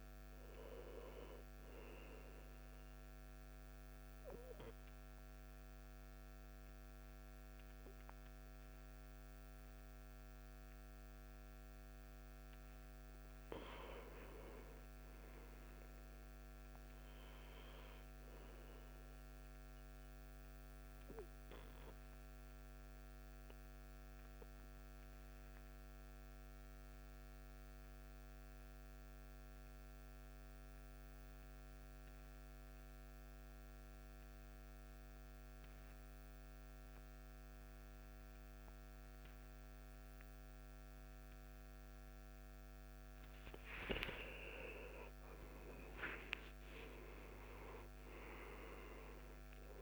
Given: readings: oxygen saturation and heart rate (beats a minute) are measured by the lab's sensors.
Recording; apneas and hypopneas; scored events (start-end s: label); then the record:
breathing in sleep by a microphone on the trachea; 1
0.00-18.00 s: oxygen desaturation (device-marked, oxygen 90% lowest, heart rate 58 extreme)
18.50-22.50 s: arousal
27.00-43.50 s: obstructive apnea (oxygen 97% before, 89% lowest, heart rate 60 before, 58 extreme, up 15 after)
41.00-49.82 s: oxygen desaturation (device-marked, oxygen 95% before, 89% lowest, heart rate 59 before, 58 extreme)
44.50-49.00 s: arousal
From the record:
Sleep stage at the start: N2 (light sleep); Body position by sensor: on the back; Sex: male